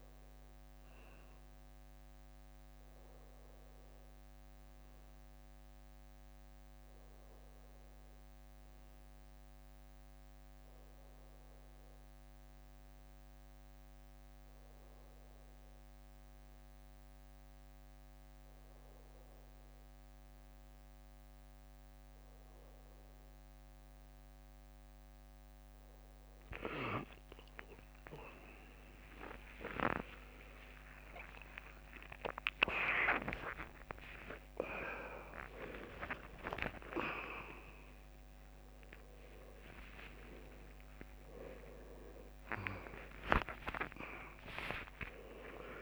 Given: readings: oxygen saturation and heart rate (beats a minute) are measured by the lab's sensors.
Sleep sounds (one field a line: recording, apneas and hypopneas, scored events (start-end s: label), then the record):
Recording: a person awake in a sleep study, by a microphone on the trachea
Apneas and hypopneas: none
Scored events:
14.00-45.82 s: new sleep stage, awake
30.00-37.00 s: tachycardia (device-marked, heart rate 76 before, 120 extreme)
32.50-34.50 s: long interval between heartbeats (device-marked, heart rate 72 before, 91 extreme)
35.00-37.00 s: long interval between heartbeats (device-marked, heart rate 76 before, 118 extreme)
40.00-45.00 s: oxygen desaturation (device-marked, oxygen 94% before, 91% lowest, heart rate 87 before, 69 extreme)
43.50-45.50 s: long interval between heartbeats (device-marked, heart rate 89 before, 96 extreme)
From the record:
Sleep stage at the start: N1 (lightest sleep)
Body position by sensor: on the back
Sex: male